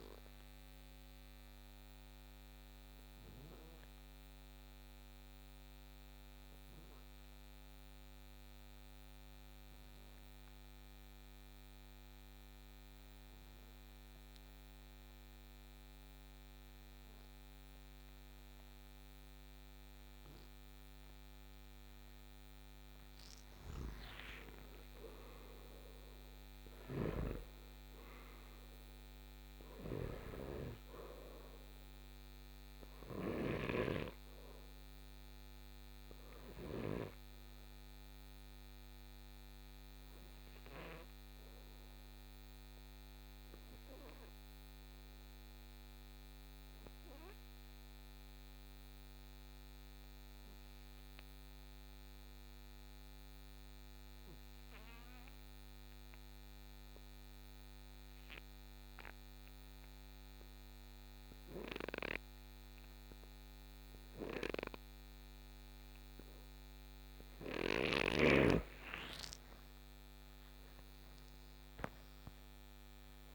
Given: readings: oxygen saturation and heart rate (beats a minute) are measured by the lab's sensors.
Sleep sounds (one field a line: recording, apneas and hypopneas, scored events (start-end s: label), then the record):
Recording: breathing in sleep by a microphone on the trachea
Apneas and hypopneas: 2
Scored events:
0.00-12.00 s: oxygen desaturation (device-marked, oxygen 90% lowest, heart rate 55 extreme)
0.50-21.50 s: obstructive apnea (oxygen 98% before, 88% lowest, heart rate 74 before, 55 extreme, up 30 after)
23.00-27.50 s: arousal
23.00-33.50 s: snoring (device-marked)
24.00-49.00 s: oxygen desaturation (device-marked, oxygen 97% before, 89% lowest, heart rate 60 before, 59 extreme)
42.00-67.00 s: obstructive apnea (oxygen 98% before, 87% lowest, heart rate 72 before, 52 extreme, up 50 after)
62.00-73.35 s: oxygen desaturation (device-marked, oxygen 97% before, 88% lowest, heart rate 62 before, 52 extreme)
68.00-72.00 s: arousal
From the record:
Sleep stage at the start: N2 (light sleep)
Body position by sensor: on the right side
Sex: male